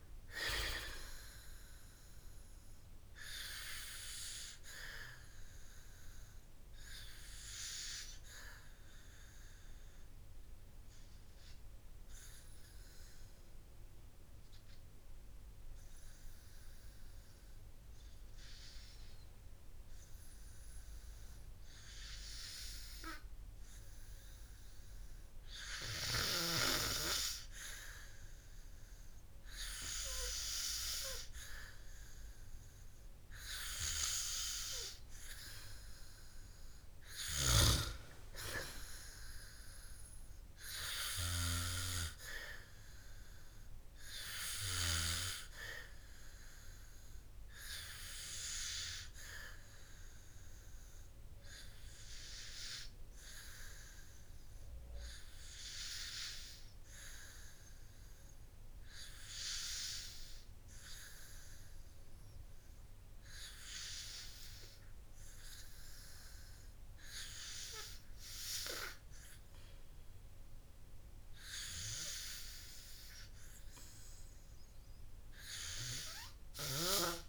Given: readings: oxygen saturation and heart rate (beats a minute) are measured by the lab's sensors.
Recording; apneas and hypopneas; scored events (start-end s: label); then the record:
breathing in sleep by a room microphone; 2
0.00-1.00 s: arousal
6.00-33.50 s: hypopnea (oxygen 97% before, 94% lowest, heart rate 59 before, 52 extreme, up 7 after)
24.50-35.50 s: oxygen desaturation (device-marked, oxygen 97% before, 94% lowest, heart rate 56 before, 56 extreme)
35.50-38.50 s: arousal
45.00-69.50 s: hypopnea (oxygen 98% before, 92% lowest, heart rate 60 before, 53 extreme, up 7 after)
72.00-75.50 s: arousal
From the record:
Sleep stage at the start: N2 (light sleep); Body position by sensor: on the back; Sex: male